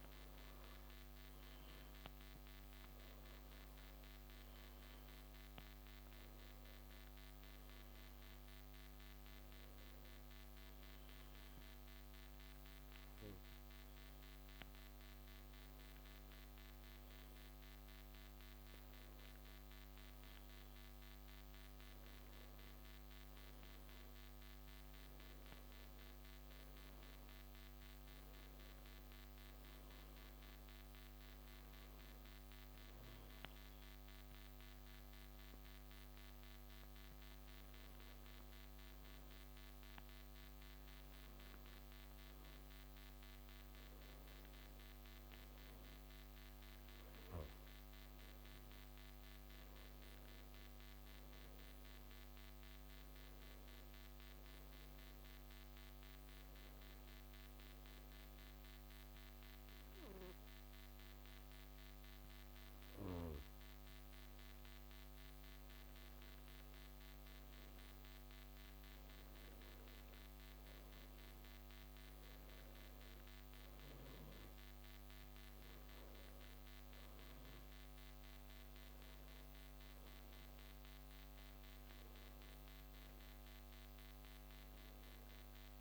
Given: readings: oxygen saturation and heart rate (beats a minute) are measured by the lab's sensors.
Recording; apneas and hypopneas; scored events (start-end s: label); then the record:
breathing in sleep, hard to hear, by a microphone on the trachea; 3
2.50-5.50 s: arousal
8.00-19.00 s: hypopnea (oxygen 95% before, 92% lowest)
21.50-25.00 s: arousal
30.00-42.50 s: hypopnea (oxygen 95% before, 91% lowest)
47.00-51.00 s: arousal
57.00-85.81 s: new sleep stage, N1 (lightest sleep)
57.50-68.50 s: obstructive apnea (oxygen 94% before, 91% lowest)
71.50-75.50 s: arousal
77.00-85.81 s: oxygen desaturation (device-marked, oxygen 94% before, 91% lowest)
From the record:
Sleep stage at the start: N2 (light sleep); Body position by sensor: on the back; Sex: male